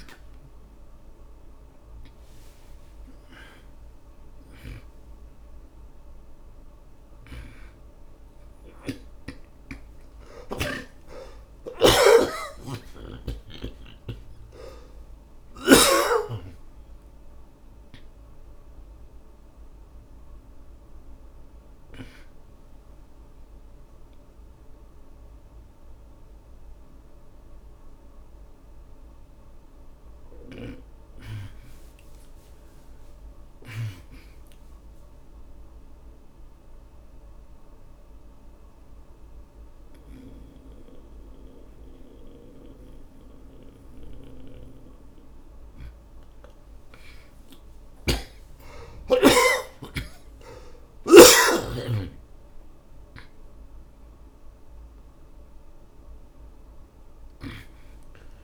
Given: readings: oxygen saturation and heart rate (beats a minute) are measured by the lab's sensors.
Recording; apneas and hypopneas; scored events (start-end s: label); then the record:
breathing in sleep by a room microphone; 1
0.00-13.00 s: oxygen desaturation (device-marked, oxygen 77% lowest, heart rate 54 extreme)
10.50-16.00 s: snoring (device-marked)
13.50-18.50 s: arousal
35.50-46.50 s: obstructive apnea (oxygen 98% before, 77% lowest, heart rate 74 before, 63 extreme, up 56 after)
40.00-51.50 s: snoring (device-marked)
44.00-58.44 s: oxygen desaturation (device-marked, oxygen 98% before, 80% lowest, heart rate 70 before, 54 extreme)
48.50-54.00 s: arousal
From the record:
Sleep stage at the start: N2 (light sleep); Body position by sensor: on the back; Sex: male